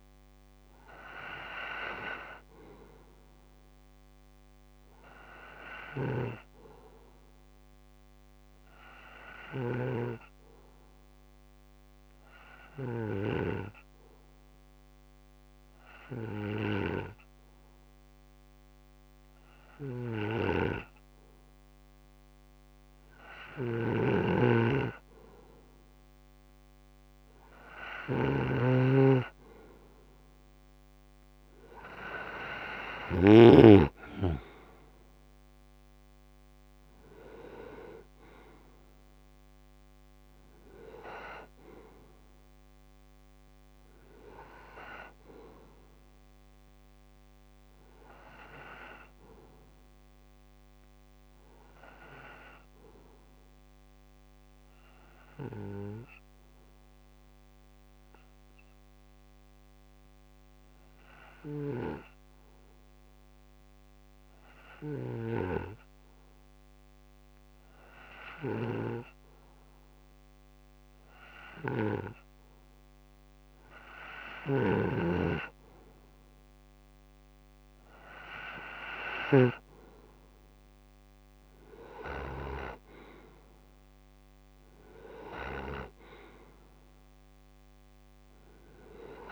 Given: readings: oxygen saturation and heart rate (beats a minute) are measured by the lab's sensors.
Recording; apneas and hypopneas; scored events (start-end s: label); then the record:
breathing in sleep by a microphone on the trachea; 2
5.50-13.00 s: snoring (device-marked)
8.00-24.00 s: obstructive apnea (oxygen 94% before, 89% lowest)
19.50-33.00 s: snoring (device-marked)
27.00-30.50 s: arousal
33.00-63.00 s: oxygen desaturation (device-marked, oxygen 94% before, 89% lowest)
52.50-70.50 s: obstructive apnea (oxygen 94% before, 90% lowest)
61.00-79.00 s: snoring (device-marked)
73.00-76.50 s: arousal
77.00-89.32 s: oxygen desaturation (device-marked, oxygen 96% before, 91% lowest)
From the record:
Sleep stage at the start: N2 (light sleep); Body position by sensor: on the right side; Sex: male